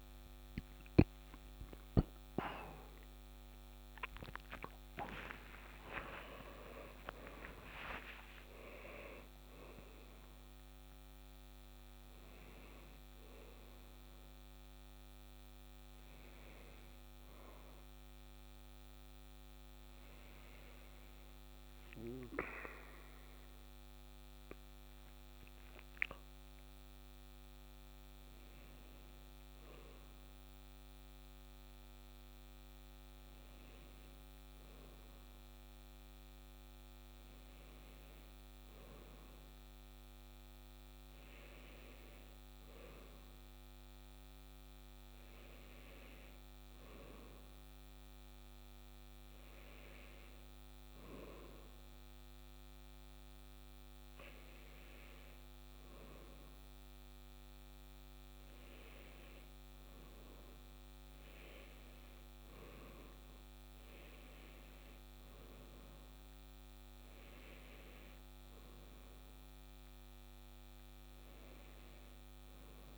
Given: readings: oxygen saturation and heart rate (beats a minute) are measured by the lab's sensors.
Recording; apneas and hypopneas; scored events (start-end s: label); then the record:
breathing in sleep by a microphone on the trachea; 1
3.50-8.00 s: arousal
19.00-30.00 s: hypopnea (oxygen 97% before, 95% lowest, heart rate 78 before, 65 extreme, up 2 after)
32.50-36.00 s: arousal
63.00-72.98 s: new sleep stage, N2 (light sleep)
From the record:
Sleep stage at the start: N1 (lightest sleep); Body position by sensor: on the right side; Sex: male